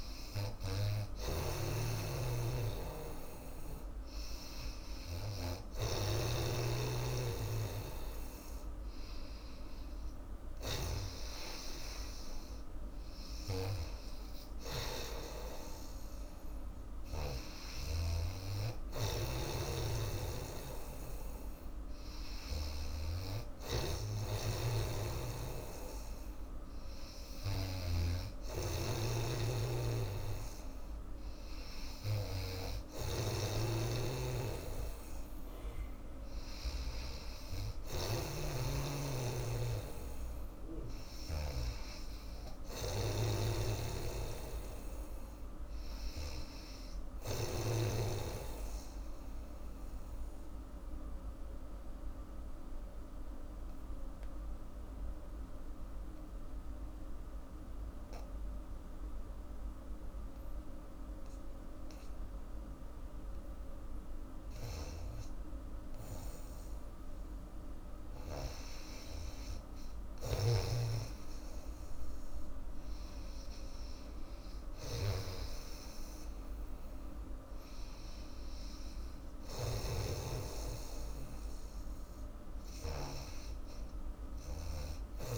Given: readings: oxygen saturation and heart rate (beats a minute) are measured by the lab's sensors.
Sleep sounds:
breathing in sleep by a room microphone; 1
0.00-5.50 s: snoring (device-marked)
3.50-85.38 s: new sleep stage, N2 (light sleep)
7.50-15.00 s: snoring (device-marked)
19.50-23.00 s: snoring (device-marked)
27.50-37.00 s: snoring (device-marked)
39.00-47.50 s: snoring (device-marked)
48.50-66.50 s: obstructive apnea (oxygen 97% before, 87% lowest, heart rate 92 before, 62 extreme, up 12 after)
69.00-73.00 s: arousal
70.00-83.00 s: snoring (device-marked)
73.50-85.38 s: oxygen desaturation (device-marked, oxygen 98% before, 87% lowest, heart rate 70 before, 80 extreme)
From the record:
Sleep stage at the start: REM sleep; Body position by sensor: on the back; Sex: female

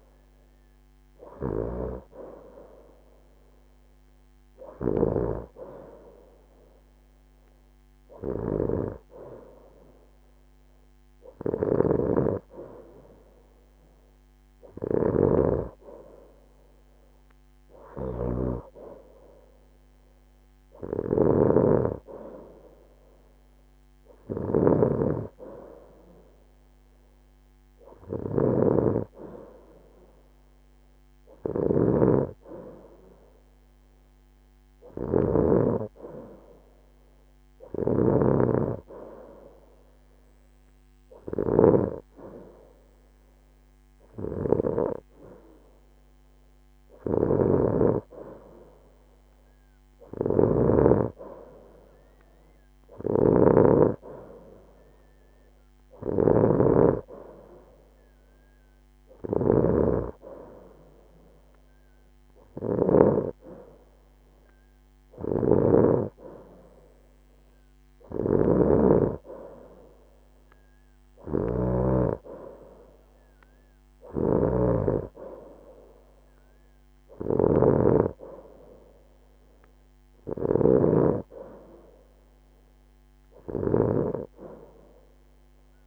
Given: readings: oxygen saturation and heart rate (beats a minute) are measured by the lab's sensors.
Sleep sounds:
breathing in sleep by a microphone on the trachea; none
none scored
From the record:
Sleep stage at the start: N2 (light sleep); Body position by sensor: on the right side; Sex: female

